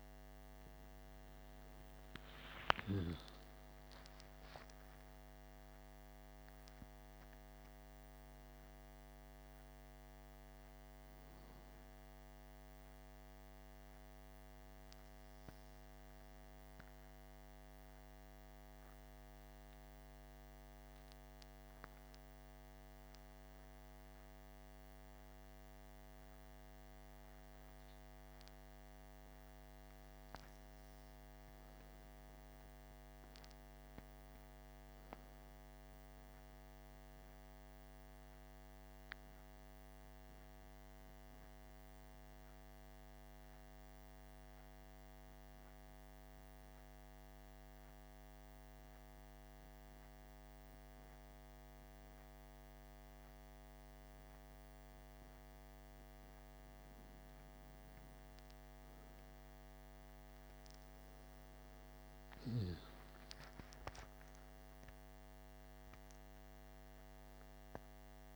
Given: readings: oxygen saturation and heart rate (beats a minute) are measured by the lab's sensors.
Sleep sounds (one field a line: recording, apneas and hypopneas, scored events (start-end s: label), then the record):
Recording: breathing in sleep, hard to hear, by a microphone on the trachea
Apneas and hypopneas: 2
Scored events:
3.00-6.50 s: arousal
18.00-30.50 s: hypopnea (oxygen 96% before, 93% lowest, heart rate 60 before, 55 extreme, up 59 after)
32.50-36.00 s: arousal
42.00-55.50 s: hypopnea (oxygen 96% before, 93% lowest, heart rate 90 before, 54 extreme, up 5 after)
62.50-66.50 s: arousal
From the record:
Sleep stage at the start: N2 (light sleep)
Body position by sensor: on the back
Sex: male